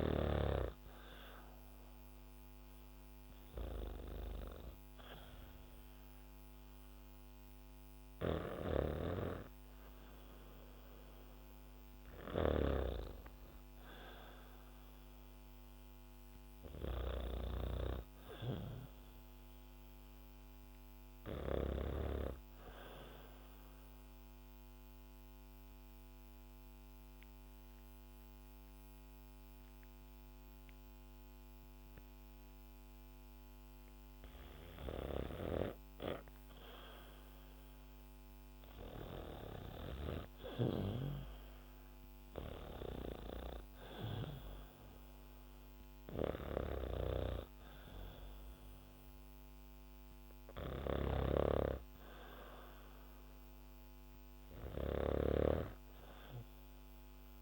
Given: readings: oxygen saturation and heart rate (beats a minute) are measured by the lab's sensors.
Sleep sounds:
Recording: breathing in sleep by a microphone on the trachea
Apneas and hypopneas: 1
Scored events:
0.00-8.50 s: oxygen desaturation (device-marked, oxygen 93% lowest, heart rate 69 extreme)
7.50-12.00 s: snoring (device-marked)
21.50-57.41 s: new sleep stage, REM sleep
23.00-34.00 s: obstructive apnea (oxygen 98% before, 94% lowest, heart rate 73 before, 69 extreme, up 3 after)
38.00-42.00 s: arousal
41.50-57.41 s: oxygen desaturation (device-marked, oxygen 98% before, 95% lowest, heart rate 71 before, 62 extreme)
46.00-57.41 s: snoring (device-marked)
From the record:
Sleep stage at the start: N2 (light sleep)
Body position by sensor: on the back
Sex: female

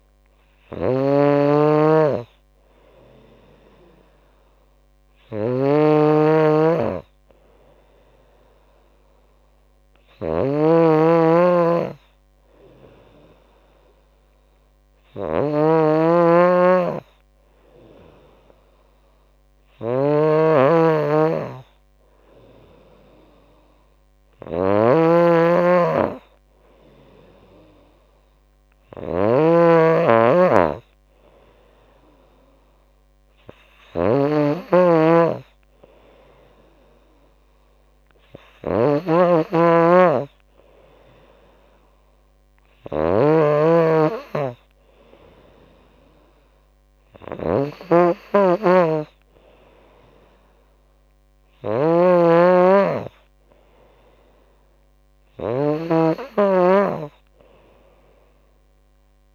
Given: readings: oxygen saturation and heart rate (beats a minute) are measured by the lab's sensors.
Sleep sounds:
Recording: breathing in sleep by a microphone on the trachea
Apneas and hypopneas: none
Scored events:
0.00-59.35 s: snoring (device-marked)
42.00-52.00 s: oxygen desaturation (device-marked, oxygen 95% before, 92% lowest, heart rate 80 before, 80 extreme)
From the record:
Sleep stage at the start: N2 (light sleep)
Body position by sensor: on the back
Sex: female

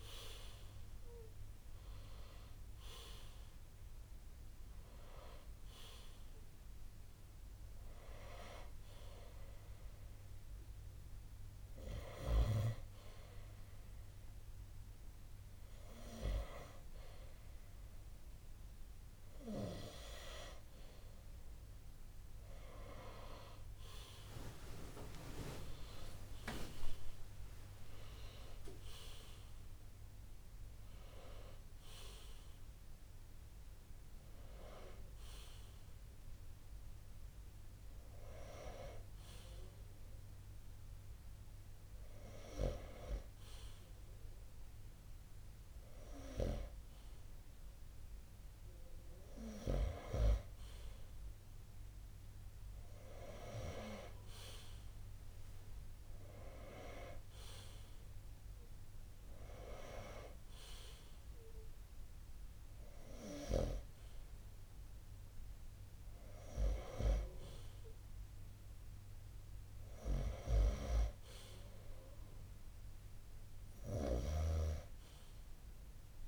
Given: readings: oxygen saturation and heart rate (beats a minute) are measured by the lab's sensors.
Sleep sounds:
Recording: breathing in sleep by a room microphone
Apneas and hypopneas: 1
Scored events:
0.00-2.00 s: arousal
0.00-16.50 s: oxygen desaturation (device-marked, oxygen 89% lowest)
7.00-19.50 s: hypopnea (oxygen 92% before, 89% lowest)
22.50-28.00 s: arousal
From the record:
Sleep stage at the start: N2 (light sleep)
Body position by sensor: on the right side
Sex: male

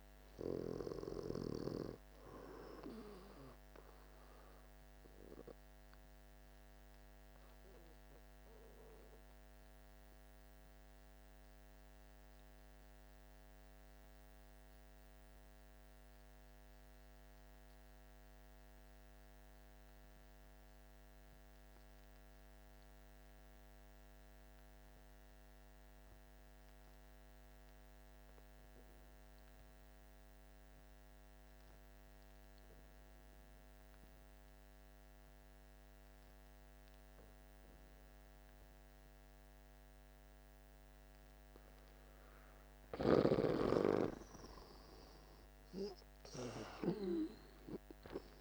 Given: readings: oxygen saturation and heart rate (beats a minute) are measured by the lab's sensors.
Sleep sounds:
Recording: breathing in sleep by a microphone on the trachea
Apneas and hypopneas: 1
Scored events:
0.00-14.50 s: oxygen desaturation (device-marked, oxygen 86% lowest, heart rate 50 extreme)
5.50-38.50 s: mixed apnea (oxygen 97% before, 82% lowest, heart rate 56 before, 49 extreme, up 7 after)
32.50-48.41 s: oxygen desaturation (device-marked, oxygen 98% before, 82% lowest, heart rate 51 before, 48 extreme)
44.00-48.41 s: arousal
From the record:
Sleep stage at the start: N2 (light sleep)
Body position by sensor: on the back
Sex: male

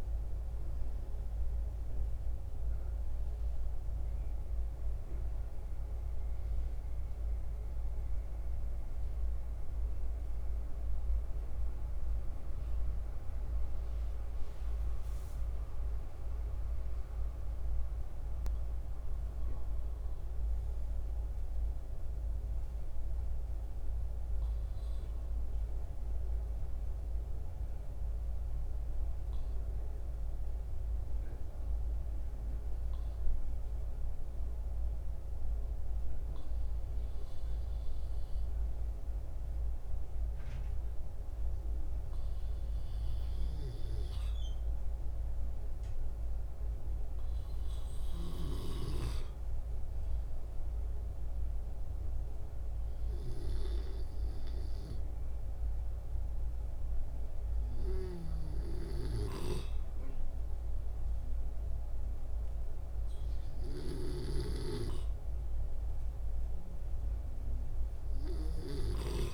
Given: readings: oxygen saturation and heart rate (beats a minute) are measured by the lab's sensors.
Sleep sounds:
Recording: breathing in sleep by a room microphone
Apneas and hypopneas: 1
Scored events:
0.00-1.50 s: oxygen desaturation (device-marked, oxygen 83% lowest, heart rate 67 extreme)
5.00-17.00 s: hypopnea (oxygen 94% before, 86% lowest, heart rate 68 before, 67 extreme, up 2 after)
16.50-22.50 s: oxygen desaturation (device-marked, oxygen 95% before, 91% lowest, heart rate 68 before, 67 extreme)
20.00-24.00 s: arousal
28.50-40.50 s: oxygen desaturation (device-marked, oxygen 92% before, 88% lowest, heart rate 68 before, 67 extreme)
49.50-66.50 s: oxygen desaturation (device-marked, oxygen 89% before, 86% lowest, heart rate 68 before, 69 extreme)
From the record:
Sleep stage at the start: N2 (light sleep)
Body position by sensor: on the back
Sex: male

